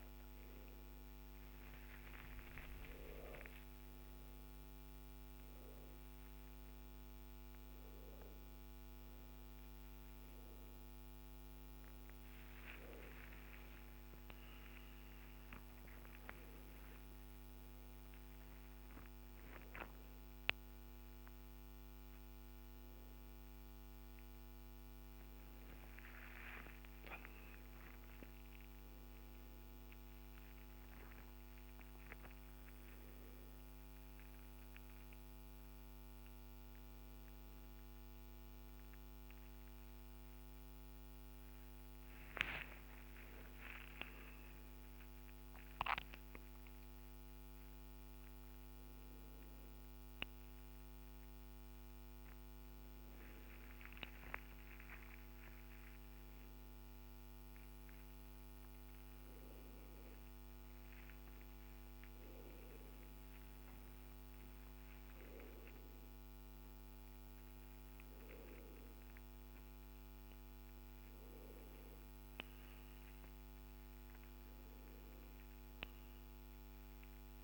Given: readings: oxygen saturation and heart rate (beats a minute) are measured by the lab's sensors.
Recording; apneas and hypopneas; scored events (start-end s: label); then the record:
a person awake in a sleep study, by a microphone on the trachea; none
15.50-17.50 s: long interval between heartbeats (device-marked, heart rate 77 before, 85 extreme)
26.00-28.00 s: long interval between heartbeats (device-marked, heart rate 73 before, 75 extreme)
32.00-34.00 s: long interval between heartbeats (device-marked, heart rate 75 before, 76 extreme)
64.50-66.50 s: long interval between heartbeats (device-marked, heart rate 59 before, 69 extreme)
66.00-77.44 s: oxygen desaturation (device-marked, oxygen 96% before, 92% lowest, heart rate 60 before, 56 extreme)
71.00-73.00 s: long interval between heartbeats (device-marked, heart rate 63 before, 80 extreme)
From the record:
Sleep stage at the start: awake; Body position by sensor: on the left side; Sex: male